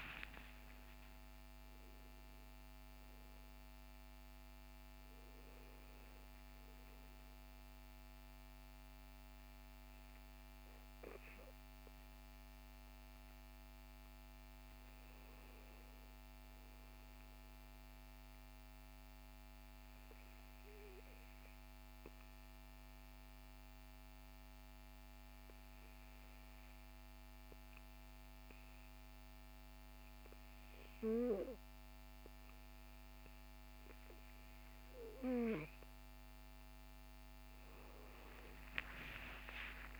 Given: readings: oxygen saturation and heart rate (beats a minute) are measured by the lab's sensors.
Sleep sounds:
breathing in sleep by a microphone on the trachea; 1
0.00-2.00 s: arousal
18.00-35.00 s: hypopnea (oxygen 97% before, 94% lowest, heart rate 64 before, 49 extreme, up 16 after)
37.50-40.00 s: arousal
From the record:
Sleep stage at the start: N2 (light sleep); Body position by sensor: on the back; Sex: male

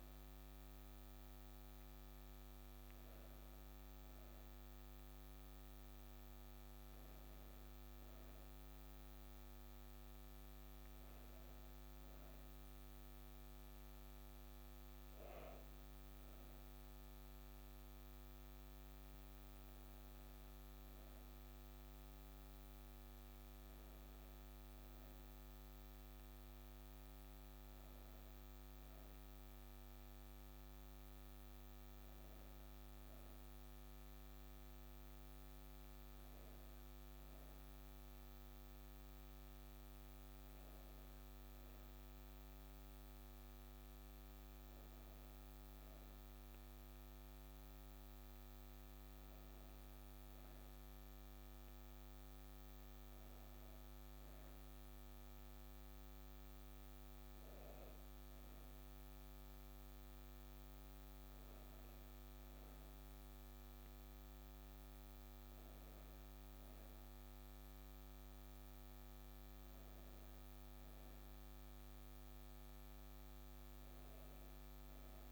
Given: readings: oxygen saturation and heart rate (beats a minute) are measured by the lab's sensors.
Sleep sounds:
breathing in sleep, hard to hear, by a microphone on the trachea; none
20.00-75.32 s: new sleep stage, N3 (deep sleep)
From the record:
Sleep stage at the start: N2 (light sleep); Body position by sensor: on the back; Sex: female

